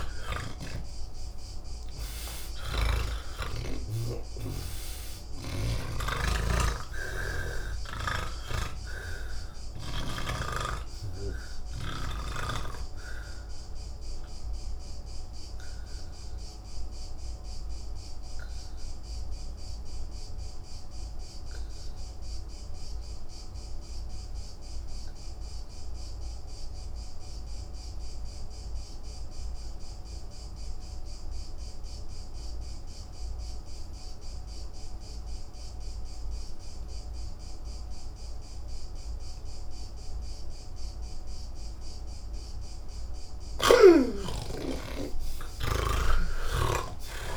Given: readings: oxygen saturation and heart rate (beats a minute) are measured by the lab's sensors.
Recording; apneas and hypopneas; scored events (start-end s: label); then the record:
breathing in sleep by a room microphone; 1
0.00-25.00 s: oxygen desaturation (device-marked, oxygen 77% lowest, heart rate 85 extreme)
13.00-42.50 s: obstructive apnea (oxygen 98% before, 76% lowest, heart rate 102 before, 48 extreme)
32.00-47.37 s: oxygen desaturation (device-marked, oxygen 98% before, 76% lowest, heart rate 139 before, 48 extreme)
From the record:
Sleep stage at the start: N3 (deep sleep); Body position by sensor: on the back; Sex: male